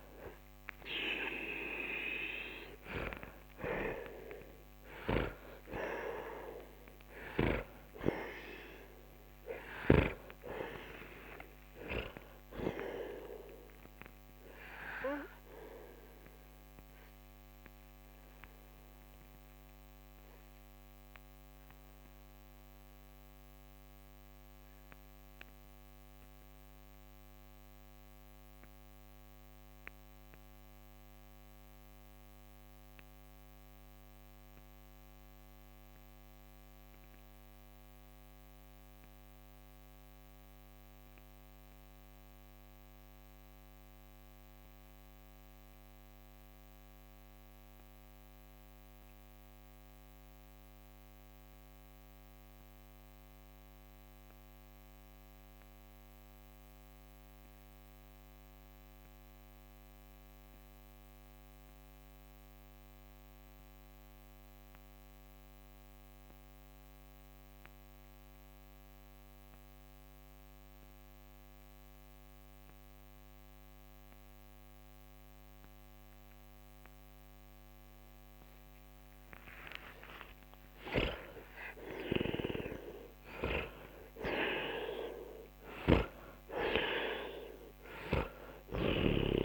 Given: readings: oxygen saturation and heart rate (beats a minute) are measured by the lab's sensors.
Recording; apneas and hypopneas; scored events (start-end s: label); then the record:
breathing in sleep by a microphone on the trachea; 1
0.00-2.50 s: arousal
0.00-45.00 s: oxygen desaturation (device-marked, oxygen 78% lowest, heart rate 39 extreme)
15.50-79.50 s: mixed apnea (oxygen 95% before, 76% lowest, heart rate 61 before, 39 extreme, up 26 after)
66.00-89.45 s: oxygen desaturation (device-marked, oxygen 98% before, 76% lowest, heart rate 47 before, 46 extreme)
81.00-85.50 s: arousal
From the record:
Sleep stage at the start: N2 (light sleep); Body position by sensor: on the back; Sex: male